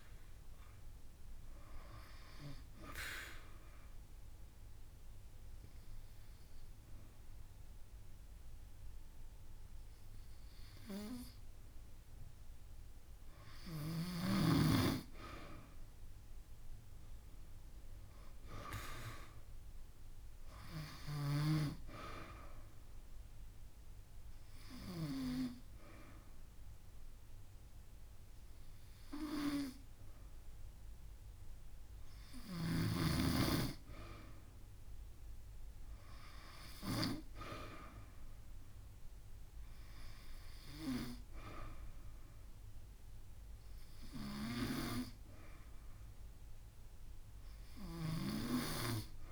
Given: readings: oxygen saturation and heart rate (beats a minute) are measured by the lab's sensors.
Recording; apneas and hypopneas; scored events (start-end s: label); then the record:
breathing in sleep by a room microphone; 2
0.00-1.00 s: arousal
3.50-15.00 s: obstructive apnea (oxygen 96% before, 93% lowest)
11.50-13.50 s: long interval between heartbeats (device-marked)
16.50-19.50 s: arousal
23.50-34.50 s: obstructive apnea (oxygen 96% before, 93% lowest)
35.50-37.50 s: long interval between heartbeats (device-marked)
37.00-41.00 s: arousal
43.50-45.50 s: long interval between heartbeats (device-marked)
From the record:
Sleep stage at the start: N2 (light sleep); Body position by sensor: on the back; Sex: female